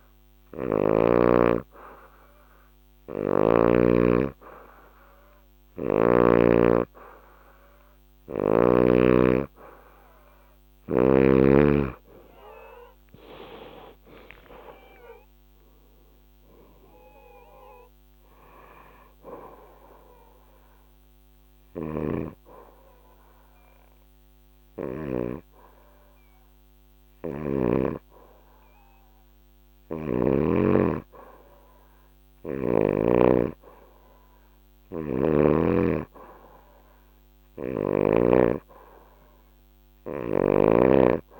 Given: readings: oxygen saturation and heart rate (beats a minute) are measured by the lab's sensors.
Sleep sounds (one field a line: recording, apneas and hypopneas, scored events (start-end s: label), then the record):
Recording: breathing in sleep by a microphone on the trachea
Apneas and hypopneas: 1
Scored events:
0.00-3.50 s: snoring (device-marked)
4.50-29.50 s: oxygen desaturation (device-marked, oxygen 96% before, 91% lowest, heart rate 152 before, 90 extreme)
13.00-17.00 s: arousal
19.50-30.00 s: obstructive apnea (oxygen 96% before, 91% lowest, heart rate 157 before, 100 extreme, up 56 after)
21.50-25.00 s: snoring (device-marked)
32.50-36.50 s: arousal
38.50-41.40 s: oxygen desaturation (device-marked, oxygen 97% before, 91% lowest, heart rate 124 before, 36 extreme)
From the record:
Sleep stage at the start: N2 (light sleep)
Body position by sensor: on the back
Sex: female